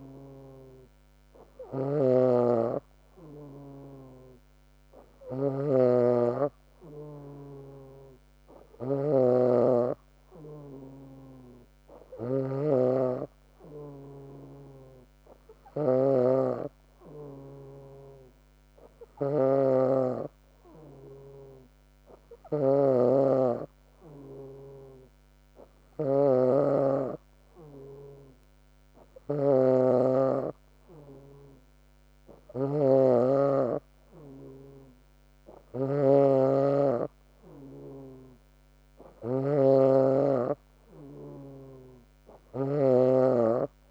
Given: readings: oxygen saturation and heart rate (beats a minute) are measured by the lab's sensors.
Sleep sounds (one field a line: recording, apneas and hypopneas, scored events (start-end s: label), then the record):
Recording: a person awake in a sleep study, by a microphone on the trachea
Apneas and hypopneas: none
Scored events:
0.00-2.00 s: long interval between heartbeats (device-marked, heart rate 73 before, 80 extreme)
4.00-6.00 s: long interval between heartbeats (device-marked, heart rate 75 before, 89 extreme)
5.50-9.50 s: snoring (device-marked)
6.50-8.50 s: long interval between heartbeats (device-marked, heart rate 76 before, 89 extreme)
39.50-41.50 s: long interval between heartbeats (device-marked, heart rate 72 before, 82 extreme)
42.00-43.91 s: long interval between heartbeats (device-marked, heart rate 74 before, 89 extreme)
42.50-43.91 s: snoring (device-marked)
From the record:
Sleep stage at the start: awake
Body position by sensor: on the back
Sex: female